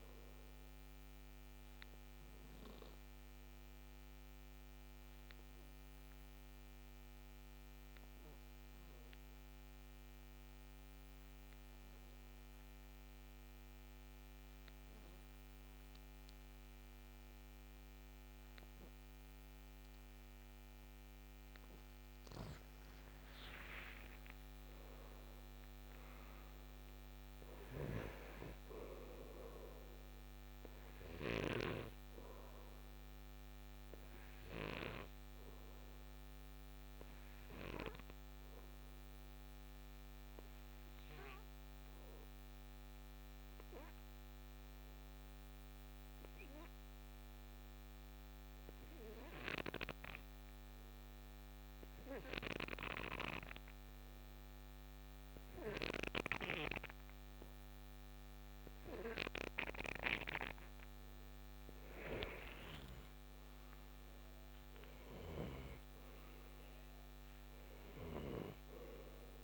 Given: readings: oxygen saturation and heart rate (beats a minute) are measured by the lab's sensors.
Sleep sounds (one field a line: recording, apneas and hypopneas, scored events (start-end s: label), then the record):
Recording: breathing in sleep by a microphone on the trachea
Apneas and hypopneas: 2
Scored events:
0.00-14.50 s: oxygen desaturation (device-marked, oxygen 92% lowest, heart rate 53 extreme)
4.00-20.50 s: obstructive apnea (oxygen 97% before, 89% lowest, heart rate 63 before, 55 extreme, up 22 after)
22.00-26.00 s: arousal
26.50-44.50 s: oxygen desaturation (device-marked, oxygen 97% before, 90% lowest, heart rate 63 before, 57 extreme)
38.00-58.50 s: obstructive apnea (oxygen 97% before, 84% lowest, heart rate 68 before, 54 extreme, up 10 after)
59.50-69.44 s: oxygen desaturation (device-marked, oxygen 97% before, 89% lowest, heart rate 61 before, 54 extreme)
62.50-67.00 s: arousal
From the record:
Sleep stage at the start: N2 (light sleep)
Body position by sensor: on the right side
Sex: male